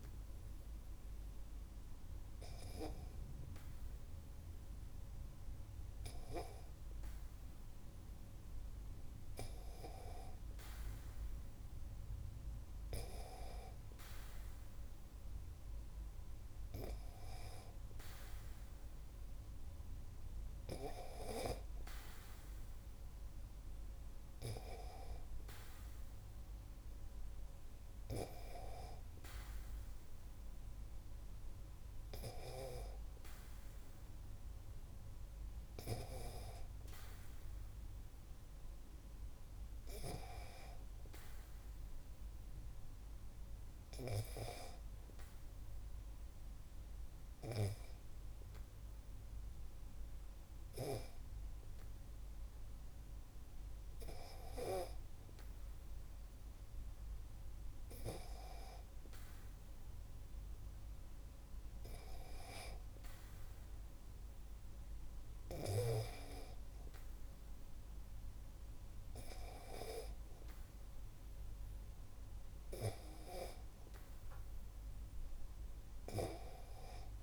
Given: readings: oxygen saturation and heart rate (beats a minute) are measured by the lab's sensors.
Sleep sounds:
breathing in sleep by a room microphone; 1
43.00-55.50 s: hypopnea (oxygen 97% before, 96% lowest, heart rate 56 before, 48 extreme, up 7 after)
56.00-60.00 s: arousal
From the record:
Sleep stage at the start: N2 (light sleep); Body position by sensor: on the back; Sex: male

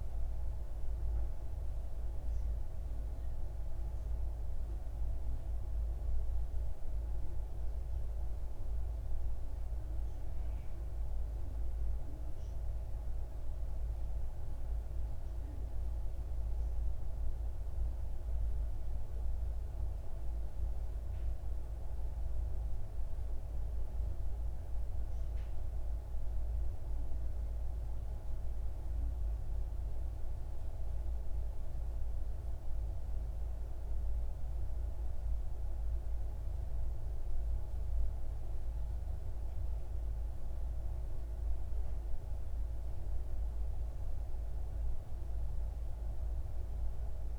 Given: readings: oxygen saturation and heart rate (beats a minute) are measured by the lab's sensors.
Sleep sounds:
breathing in sleep, hard to hear, by a room microphone; none
none scored
From the record:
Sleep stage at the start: N3 (deep sleep); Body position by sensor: on the left side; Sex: male

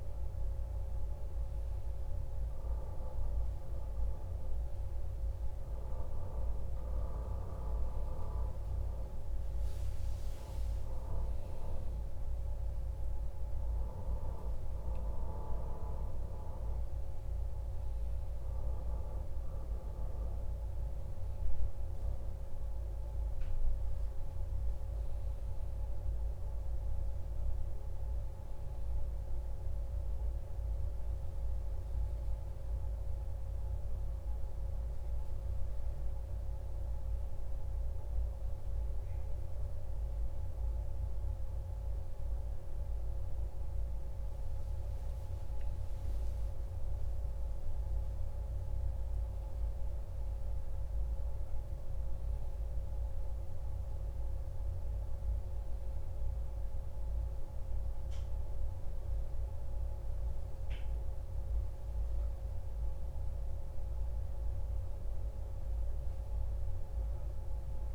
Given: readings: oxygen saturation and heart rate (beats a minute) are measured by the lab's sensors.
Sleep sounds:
breathing in sleep, hard to hear, by a room microphone; none
none scored
From the record:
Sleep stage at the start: N1 (lightest sleep); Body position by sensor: on the back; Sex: male

